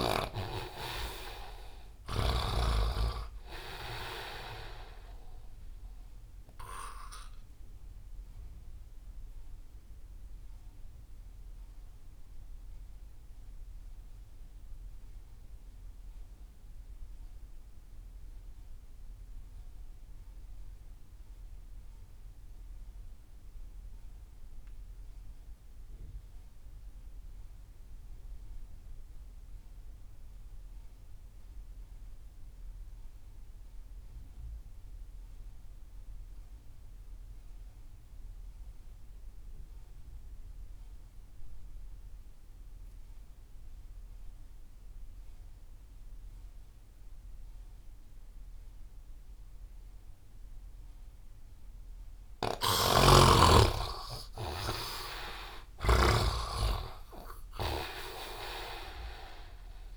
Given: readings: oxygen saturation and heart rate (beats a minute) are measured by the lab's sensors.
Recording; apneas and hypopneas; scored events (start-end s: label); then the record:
breathing in sleep by a room microphone; 1
0.00-1.00 s: arousal
0.00-2.50 s: snoring (device-marked)
0.00-21.50 s: oxygen desaturation (device-marked, oxygen 63% lowest)
8.00-52.50 s: mixed apnea (oxygen 89% before, 60% lowest)
34.50-59.97 s: oxygen desaturation (device-marked, oxygen 98% before, 60% lowest)
52.50-59.97 s: snoring (device-marked)
53.50-57.00 s: arousal
From the record:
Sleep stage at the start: REM sleep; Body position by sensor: on the right side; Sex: male